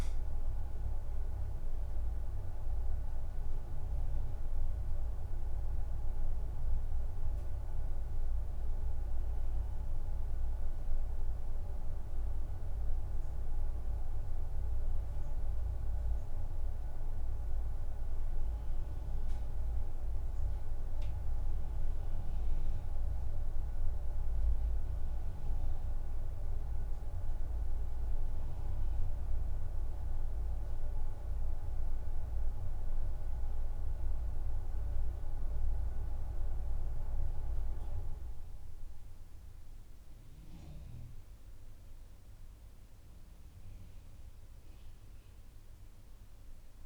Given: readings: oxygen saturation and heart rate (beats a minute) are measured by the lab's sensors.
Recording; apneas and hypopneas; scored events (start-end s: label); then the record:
a person awake in a sleep study, by a room microphone; none
none scored
From the record:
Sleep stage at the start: awake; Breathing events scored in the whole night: 270 in 4.0 hours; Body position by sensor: on the back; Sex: male